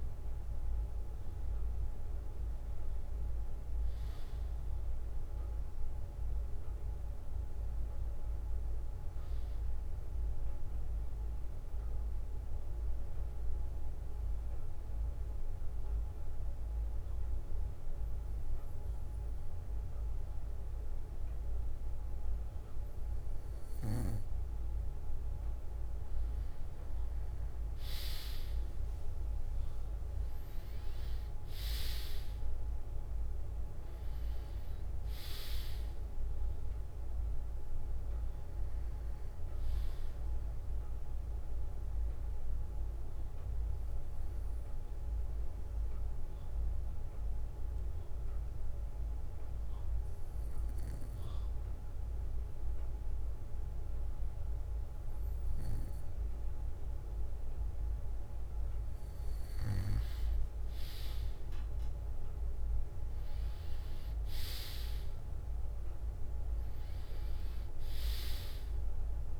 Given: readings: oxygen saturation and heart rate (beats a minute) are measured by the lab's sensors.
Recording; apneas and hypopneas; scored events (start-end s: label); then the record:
breathing in sleep, hard to hear, by a room microphone; 2
8.50-10.50 s: bradycardia (device-marked, heart rate 60 before, 62 extreme)
10.00-22.50 s: obstructive apnea (oxygen 95% before, 93% lowest, heart rate 62 before, 57 extreme, up 6 after)
18.50-20.50 s: bradycardia (device-marked, heart rate 60 before, 60 extreme)
24.00-28.50 s: arousal
31.50-33.50 s: bradycardia (device-marked, heart rate 60 before, 62 extreme)
38.50-52.50 s: bradycardia (device-marked, heart rate 60 before, 57 extreme)
42.00-57.50 s: obstructive apnea (oxygen 95% before, 93% lowest, heart rate 61 before, 57 extreme, up 4 after)
59.50-63.50 s: arousal
From the record:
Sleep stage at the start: N2 (light sleep); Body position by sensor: on the back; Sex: male